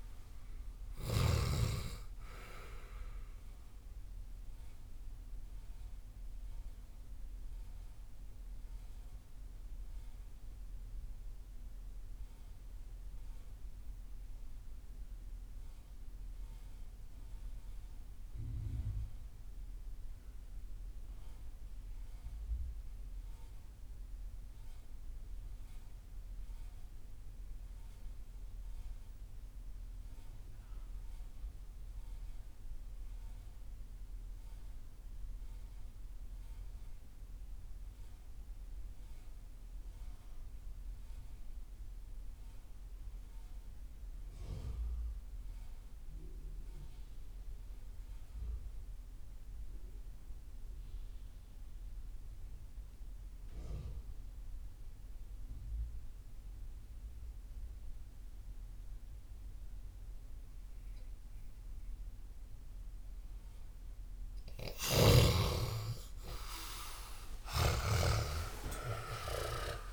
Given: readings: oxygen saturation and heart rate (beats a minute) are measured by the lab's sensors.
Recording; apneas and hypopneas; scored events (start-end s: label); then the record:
breathing in sleep by a room microphone; 1
0.00-1.00 s: snoring (device-marked)
0.00-18.50 s: oxygen desaturation (device-marked, oxygen 67% lowest)
4.00-64.00 s: mixed apnea (oxygen 94% before, 65% lowest)
33.50-69.92 s: oxygen desaturation (device-marked, oxygen 98% before, 65% lowest)
66.50-69.92 s: arousal
From the record:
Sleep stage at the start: REM sleep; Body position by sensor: on the left side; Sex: male